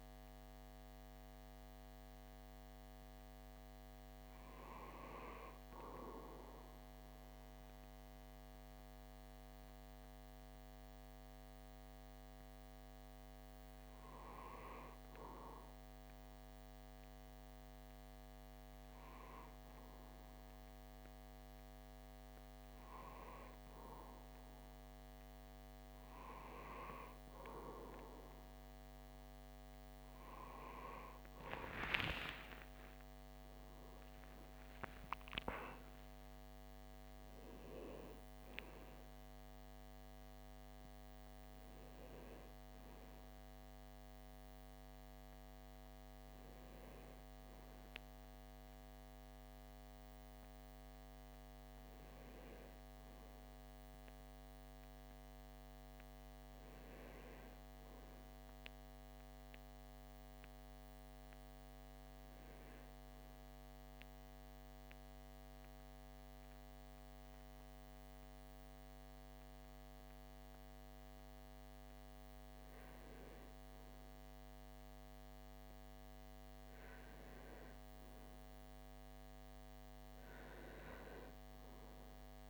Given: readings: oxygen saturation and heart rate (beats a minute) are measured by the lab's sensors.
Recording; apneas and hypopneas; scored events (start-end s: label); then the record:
breathing in sleep by a microphone on the trachea; 2
12.50-25.00 s: hypopnea (oxygen 96% before, 93% lowest)
26.50-31.00 s: arousal
62.50-72.50 s: central apnea (oxygen 96% before, 93% lowest)
75.50-80.00 s: arousal
From the record:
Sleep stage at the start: REM sleep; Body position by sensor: on the back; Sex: male